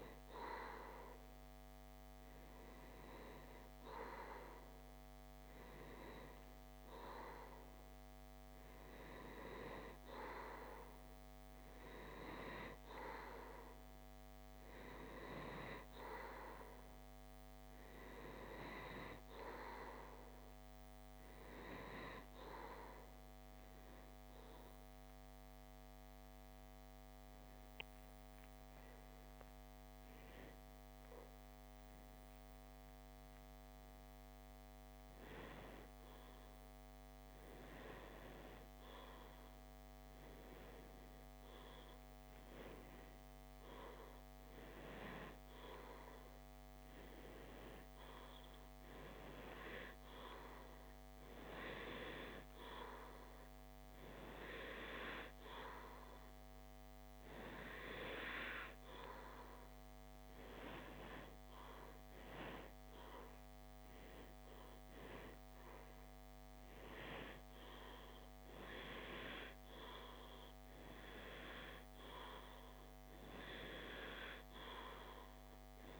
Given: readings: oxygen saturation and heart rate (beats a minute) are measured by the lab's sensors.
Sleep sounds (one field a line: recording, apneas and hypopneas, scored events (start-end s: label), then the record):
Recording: breathing in sleep by a microphone on the trachea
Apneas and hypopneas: 1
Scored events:
12.00-76.00 s: new sleep stage, REM sleep
23.50-68.00 s: obstructive apnea (oxygen 95% before, 91% lowest, heart rate 62 before, 59 extreme, up 1 after)
70.50-74.00 s: arousal
From the record:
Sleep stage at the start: N2 (light sleep)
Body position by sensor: on the left side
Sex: male